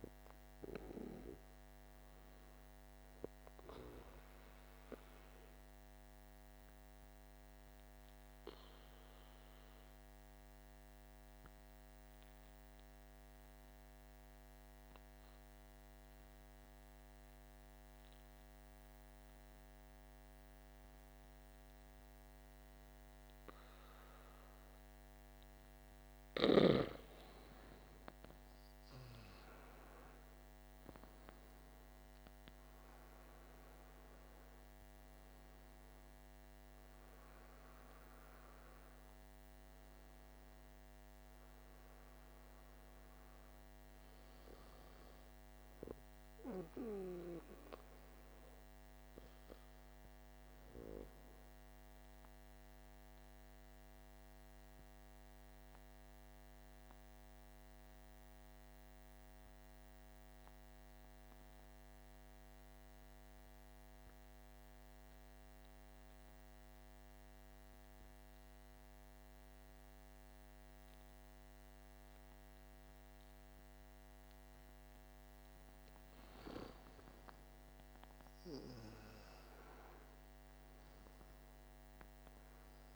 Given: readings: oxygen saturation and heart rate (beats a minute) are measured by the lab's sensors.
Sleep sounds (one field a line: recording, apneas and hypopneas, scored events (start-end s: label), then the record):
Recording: breathing in sleep by a microphone on the trachea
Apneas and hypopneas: 2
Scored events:
5.50-26.50 s: obstructive apnea (oxygen 97% before, 93% lowest, heart rate 54 before, 50 extreme, up 9 after)
27.50-32.50 s: arousal
30.00-82.96 s: new sleep stage, N2 (light sleep)
36.00-54.00 s: oxygen desaturation (device-marked, oxygen 97% before, 94% lowest, heart rate 54 before, 50 extreme)
51.00-75.00 s: mixed apnea (oxygen 98% before, 91% lowest, heart rate 54 before, 50 extreme, up 11 after)
72.00-82.96 s: oxygen desaturation (device-marked, oxygen 99% before, 91% lowest, heart rate 51 before, 50 extreme)
76.50-81.00 s: arousal
From the record:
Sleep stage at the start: N1 (lightest sleep)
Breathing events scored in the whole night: 186 in 5.5 hours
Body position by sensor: on the back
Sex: male